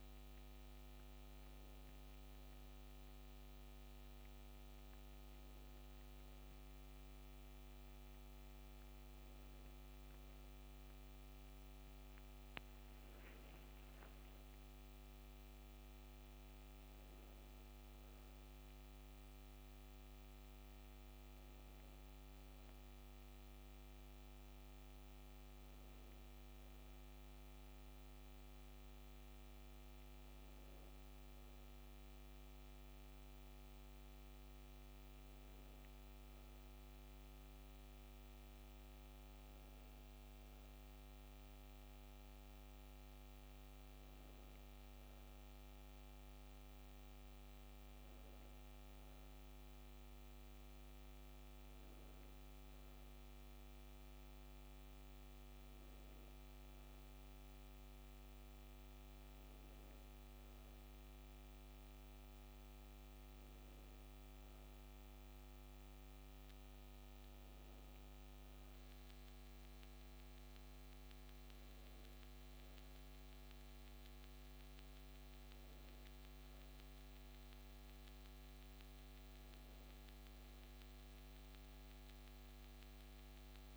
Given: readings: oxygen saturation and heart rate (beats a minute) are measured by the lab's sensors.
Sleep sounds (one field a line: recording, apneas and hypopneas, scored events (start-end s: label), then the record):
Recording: breathing in sleep, hard to hear, by a microphone on the trachea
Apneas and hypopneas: none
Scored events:
none scored
From the record:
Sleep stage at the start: N2 (light sleep)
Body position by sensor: on the back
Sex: female